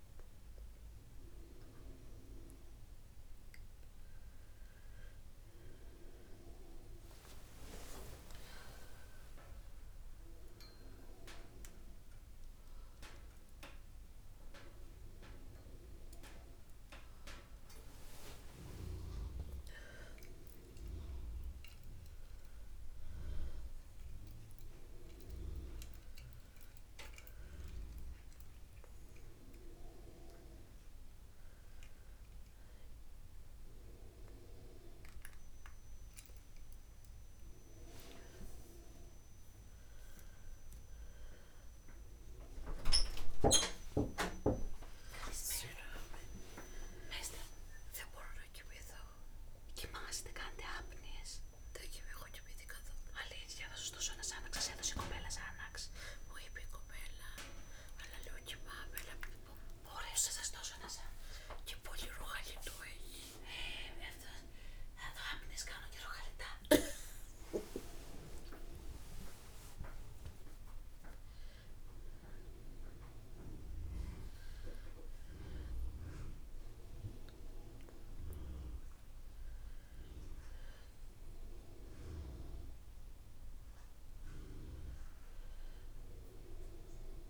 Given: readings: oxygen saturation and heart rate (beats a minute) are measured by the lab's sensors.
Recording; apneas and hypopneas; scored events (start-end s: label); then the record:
a person awake in a sleep study, by a room microphone; none
14.50-22.50 s: oxygen desaturation (device-marked, oxygen 96% before, 92% lowest, heart rate 77 before, 60 extreme)
From the record:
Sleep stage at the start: awake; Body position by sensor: on the back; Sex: female